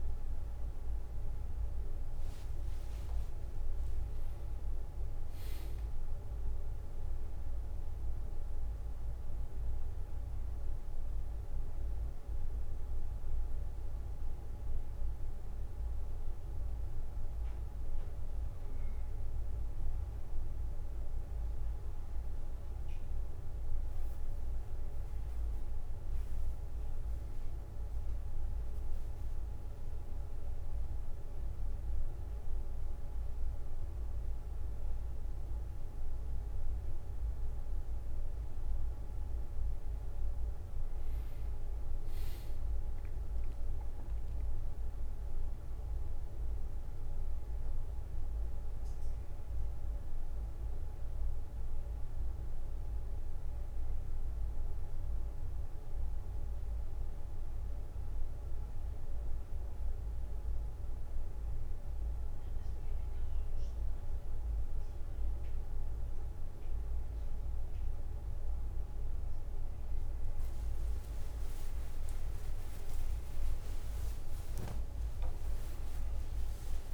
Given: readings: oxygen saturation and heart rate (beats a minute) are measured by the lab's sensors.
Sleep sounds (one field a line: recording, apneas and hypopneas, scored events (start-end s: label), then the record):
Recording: a person awake in a sleep study, hard to hear, by a room microphone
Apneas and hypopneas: none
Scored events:
74.50-76.50 s: long interval between heartbeats (device-marked, heart rate 64 before, 75 extreme)
From the record:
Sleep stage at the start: awake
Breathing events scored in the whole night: 215 in 4.7 hours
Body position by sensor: on the back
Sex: male